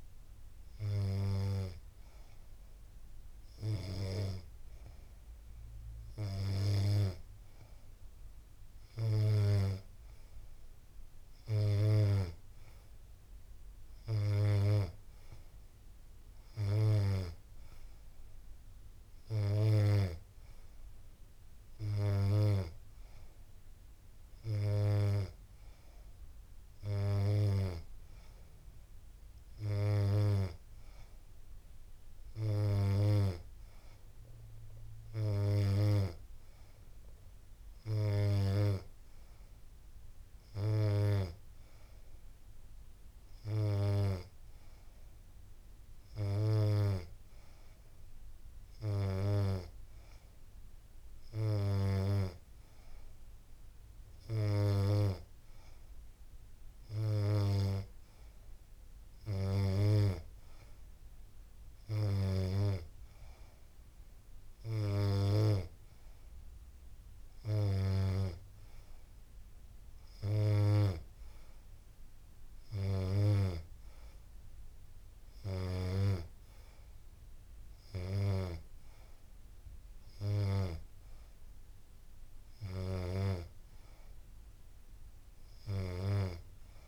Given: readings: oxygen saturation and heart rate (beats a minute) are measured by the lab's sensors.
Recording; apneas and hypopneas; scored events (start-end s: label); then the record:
breathing in sleep by a room microphone; none
none scored
From the record:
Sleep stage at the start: N2 (light sleep); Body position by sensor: on the back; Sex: female